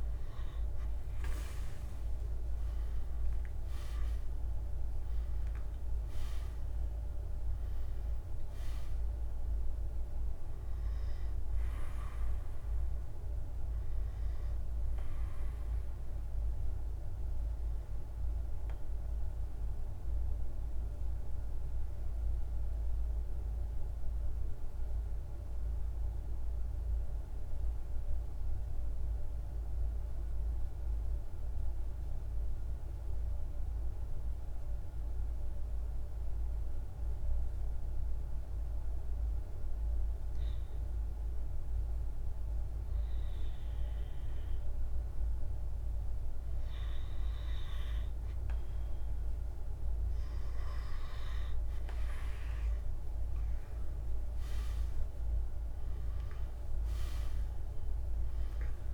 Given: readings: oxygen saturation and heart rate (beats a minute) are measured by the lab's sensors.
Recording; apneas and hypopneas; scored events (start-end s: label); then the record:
breathing in sleep, hard to hear, by a room microphone; 1
0.00-23.50 s: oxygen desaturation (device-marked, oxygen 92% lowest, heart rate 51 extreme)
21.50-46.50 s: mixed apnea (oxygen 97% before, 90% lowest, heart rate 54 before, 51 extreme, up 1 after)
37.50-58.94 s: oxygen desaturation (device-marked, oxygen 99% before, 90% lowest, heart rate 51 before, 49 extreme)
49.50-53.00 s: arousal
From the record:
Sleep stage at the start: N2 (light sleep); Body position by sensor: on the right side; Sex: male